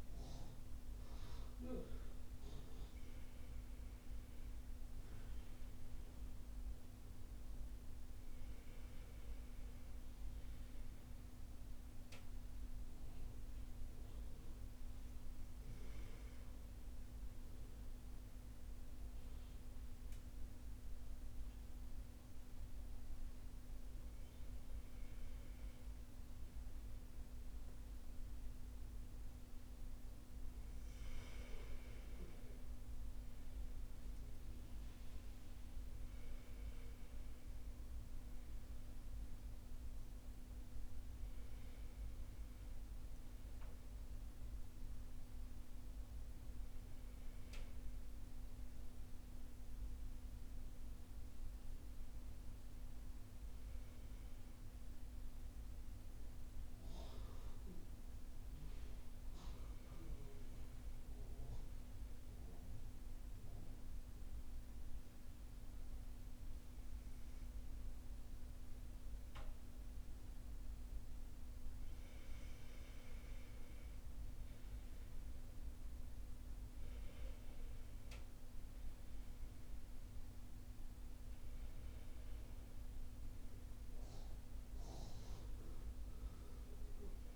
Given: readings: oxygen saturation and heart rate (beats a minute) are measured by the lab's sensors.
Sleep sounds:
breathing in sleep, hard to hear, by a room microphone; 1
49.50-71.50 s: obstructive apnea (oxygen 97% before, 93% lowest, heart rate 60 before, 57 extreme, up 6 after)
74.00-76.50 s: arousal
81.00-87.36 s: oxygen desaturation (device-marked, oxygen 96% before, 93% lowest, heart rate 59 before, 56 extreme)
From the record:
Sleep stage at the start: N1 (lightest sleep); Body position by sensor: on the back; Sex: male

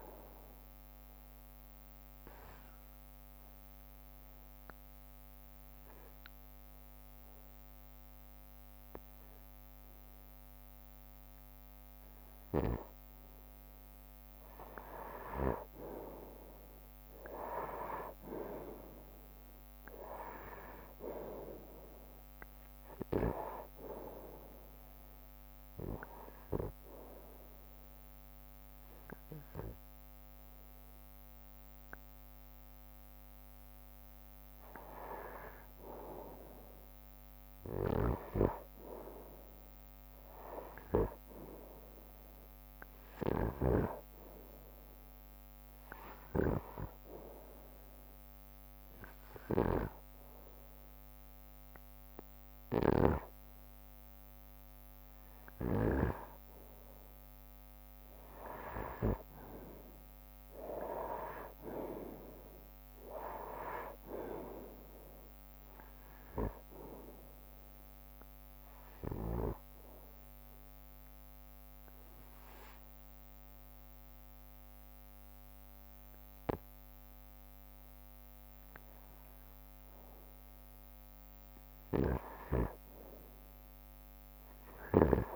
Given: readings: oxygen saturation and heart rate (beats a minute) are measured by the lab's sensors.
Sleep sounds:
breathing in sleep by a microphone on the trachea; 4
0.50-13.00 s: obstructive apnea (oxygen 94% before, 89% lowest, heart rate 66 before, 56 extreme, up 3 after)
5.00-15.00 s: oxygen desaturation (device-marked, oxygen 93% before, 89% lowest, heart rate 66 before, 56 extreme)
16.00-21.50 s: arousal
25.50-27.50 s: long interval between heartbeats (device-marked, heart rate 62 before, 72 extreme)
26.50-36.50 s: obstructive apnea (oxygen 96% before, 90% lowest, heart rate 62 before, 56 extreme, up 8 after)
28.00-31.00 s: bradycardia (device-marked, heart rate 71 before, 67 extreme)
28.00-44.00 s: oxygen desaturation (device-marked, oxygen 96% before, 90% lowest, heart rate 64 before, 61 extreme)
37.50-43.00 s: arousal
47.50-57.50 s: obstructive apnea (oxygen 96% before, 90% lowest, heart rate 63 before, 61 extreme, up 5 after)
51.00-57.00 s: oxygen desaturation (device-marked, oxygen 96% before, 92% lowest, heart rate 62 before, 61 extreme)
60.00-64.00 s: arousal
67.00-80.00 s: drop in pulse transit time (device-marked, heart rate 65 before, 61 extreme)
68.50-80.00 s: obstructive apnea (oxygen 96% before, 90% lowest, heart rate 65 before, 61 extreme, up 1 after)
83.50-85.36 s: arousal
From the record:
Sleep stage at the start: N2 (light sleep); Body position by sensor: on the right side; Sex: male

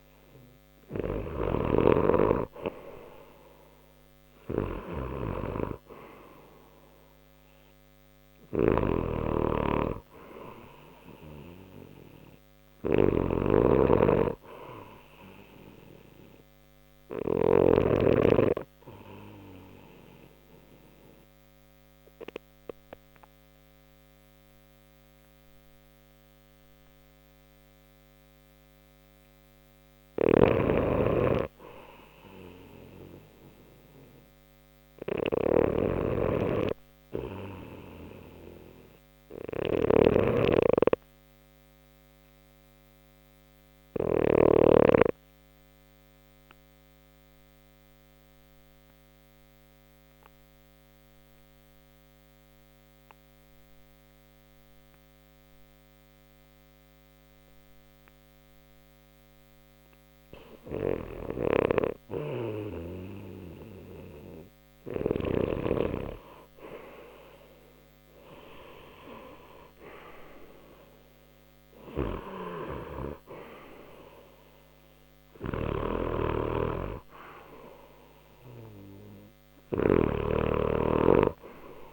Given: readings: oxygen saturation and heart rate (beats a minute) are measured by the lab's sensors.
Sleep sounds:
breathing in sleep by a microphone on the trachea; 2
0.00-1.00 s: arousal
0.00-17.00 s: snoring (device-marked)
18.00-29.50 s: obstructive apnea (oxygen 94% before, 90% lowest, heart rate 61 before, 59 extreme, up 0 after)
20.00-29.00 s: oxygen desaturation (device-marked, oxygen 93% before, 90% lowest, heart rate 62 before, 59 extreme)
29.50-44.00 s: snoring (device-marked)
32.50-36.50 s: arousal
40.50-62.00 s: obstructive apnea (oxygen 96% before, 90% lowest, heart rate 61 before, 60 extreme, up 2 after)
45.00-67.00 s: oxygen desaturation (device-marked, oxygen 96% before, 92% lowest, heart rate 60 before, 60 extreme)
67.50-72.50 s: arousal
75.00-81.93 s: snoring (device-marked)
From the record:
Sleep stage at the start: REM sleep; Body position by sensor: on the left side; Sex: male

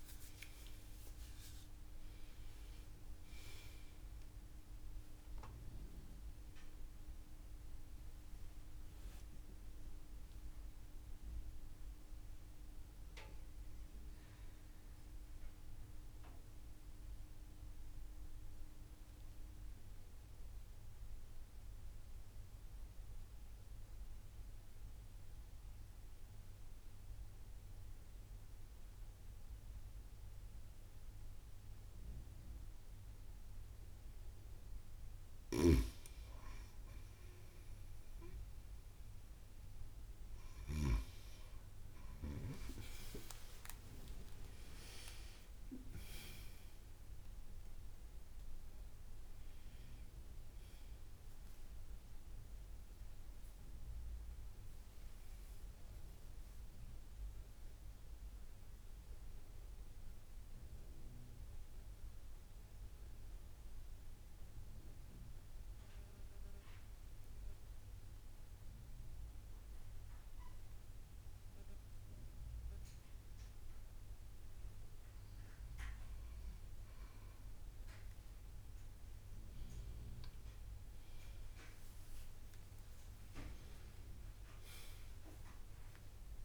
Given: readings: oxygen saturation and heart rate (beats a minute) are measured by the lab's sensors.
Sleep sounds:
breathing in sleep by a room microphone; 2
4.00-6.00 s: long interval between heartbeats (device-marked)
8.00-33.50 s: mixed apnea (oxygen 95% before, 91% lowest)
8.50-10.50 s: long interval between heartbeats (device-marked)
25.50-27.50 s: long interval between heartbeats (device-marked)
30.00-32.00 s: long interval between heartbeats (device-marked)
37.00-42.50 s: arousal
42.00-71.00 s: oxygen desaturation (device-marked, oxygen 97% before, 92% lowest)
42.50-44.50 s: long interval between heartbeats (device-marked)
51.00-53.00 s: long interval between heartbeats (device-marked)
53.00-55.00 s: long interval between heartbeats (device-marked)
56.00-58.00 s: long interval between heartbeats (device-marked, heart rate 34 before, 85 extreme)
58.00-74.00 s: central apnea (oxygen 97% before, 92% lowest)
79.50-84.50 s: arousal
84.50-86.45 s: long interval between heartbeats (device-marked, heart rate 71 before, 60 extreme)
From the record:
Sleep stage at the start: N2 (light sleep); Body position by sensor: on the right side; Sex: female

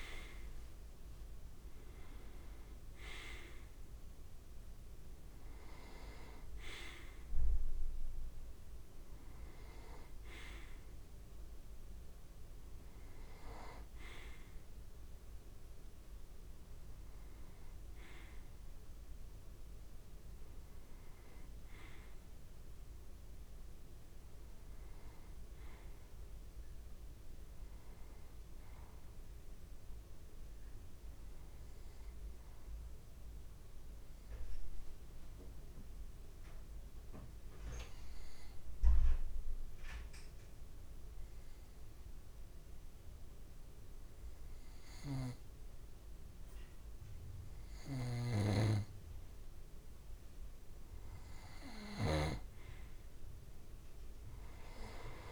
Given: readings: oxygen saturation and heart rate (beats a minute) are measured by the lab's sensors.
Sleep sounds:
breathing in sleep by a room microphone; 1
0.00-24.50 s: oxygen desaturation (device-marked, oxygen 90% lowest)
32.00-50.00 s: obstructive apnea (oxygen 96% before, 90% lowest)
44.50-55.32 s: snoring (device-marked)
47.50-55.32 s: oxygen desaturation (device-marked, oxygen 95% before, 90% lowest)
From the record:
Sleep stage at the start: N2 (light sleep); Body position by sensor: on the right side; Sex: male

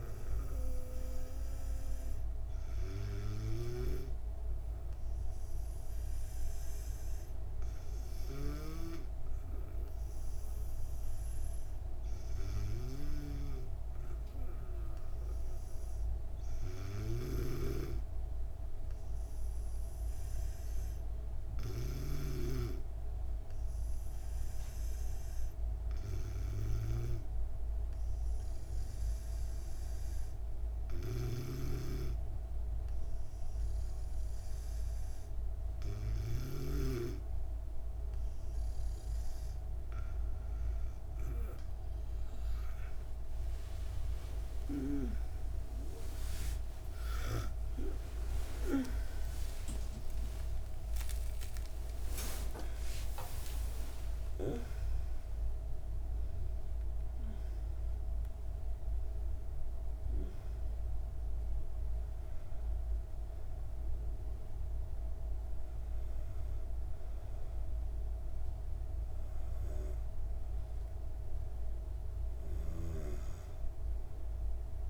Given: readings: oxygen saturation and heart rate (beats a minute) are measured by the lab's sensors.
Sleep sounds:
a person partly awake in a sleep study, by a room microphone; 1
17.00-22.00 s: snoring (device-marked)
21.00-37.00 s: hypopnea (oxygen 96% before, 94% lowest)
31.00-37.00 s: snoring (device-marked)
42.00-72.00 s: new sleep stage, awake
72.00-74.90 s: new sleep stage, N2 (light sleep)
From the record:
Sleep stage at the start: N2 (light sleep); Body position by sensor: on the back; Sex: female

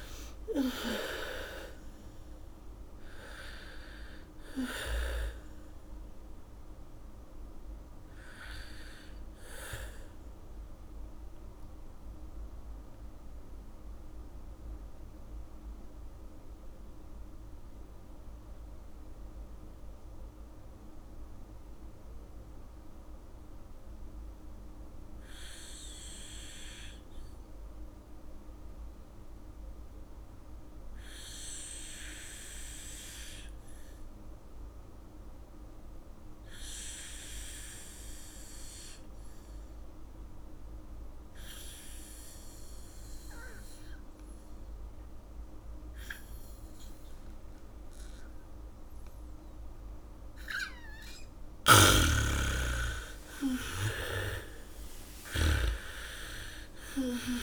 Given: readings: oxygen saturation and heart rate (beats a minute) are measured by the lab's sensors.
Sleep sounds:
breathing in sleep by a room microphone; 1
0.00-2.00 s: bradycardia (device-marked, heart rate 51 extreme)
0.00-21.00 s: oxygen desaturation (device-marked, oxygen 75% lowest, heart rate 51 extreme)
11.50-50.50 s: mixed apnea (oxygen 97% before, 75% lowest, heart rate 65 before, 46 extreme)
34.00-57.43 s: oxygen desaturation (device-marked, oxygen 100% before, 76% lowest, heart rate 77 before, 46 extreme)
51.00-57.43 s: bradycardia (device-marked, heart rate 71 before, 53 extreme)
52.00-57.43 s: snoring (device-marked)
53.00-56.50 s: arousal
From the record:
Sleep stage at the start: N2 (light sleep); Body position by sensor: on the back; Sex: female

